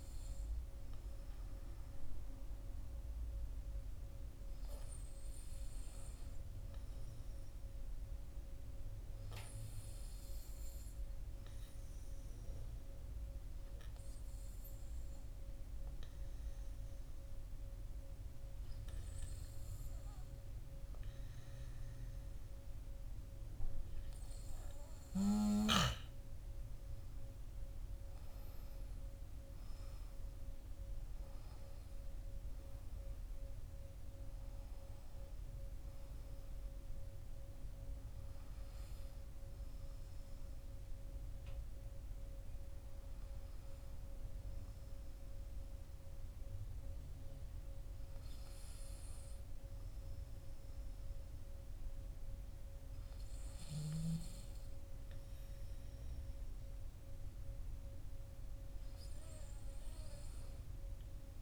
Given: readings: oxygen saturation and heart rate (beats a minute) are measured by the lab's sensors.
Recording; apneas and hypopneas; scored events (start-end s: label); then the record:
breathing in sleep, hard to hear, by a room microphone; 1
8.00-24.50 s: obstructive apnea (oxygen 97% before, 94% lowest, heart rate 55 before, 47 extreme, up 15 after)
26.50-30.00 s: arousal
From the record:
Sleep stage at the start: N2 (light sleep); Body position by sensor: on the back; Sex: male